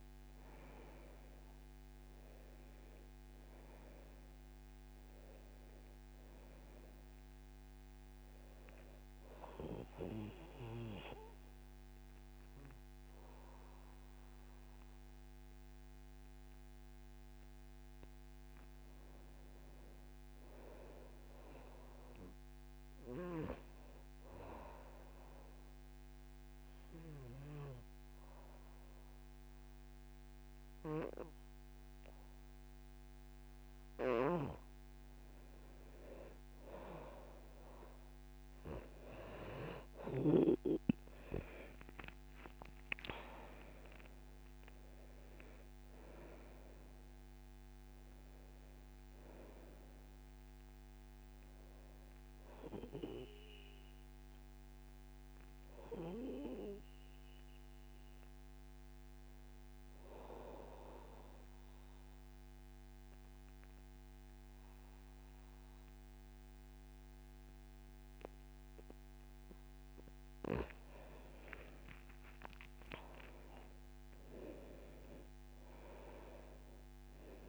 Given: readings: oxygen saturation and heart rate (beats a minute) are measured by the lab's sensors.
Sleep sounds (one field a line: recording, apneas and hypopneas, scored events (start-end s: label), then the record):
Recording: breathing in sleep by a microphone on the trachea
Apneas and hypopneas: 3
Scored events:
0.00-19.00 s: oxygen desaturation (device-marked, oxygen 88% lowest, heart rate 65 extreme)
8.50-18.50 s: obstructive apnea (oxygen 99% before, 88% lowest, heart rate 73 before, 65 extreme, up 5 after)
20.00-22.50 s: arousal
24.50-35.50 s: obstructive apnea (oxygen 99% before, 89% lowest, heart rate 75 before, 67 extreme, up 8 after)
41.00-45.00 s: arousal
45.00-63.00 s: oxygen desaturation (device-marked, oxygen 96% before, 90% lowest, heart rate 69 before, 68 extreme)
55.00-69.00 s: obstructive apnea (oxygen 98% before, 88% lowest, heart rate 73 before, 68 extreme, up 13 after)
72.00-75.50 s: arousal
75.00-77.49 s: oxygen desaturation (device-marked, oxygen 99% before, 89% lowest, heart rate 73 before, 70 extreme)
From the record:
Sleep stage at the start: N2 (light sleep)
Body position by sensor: on the back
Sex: male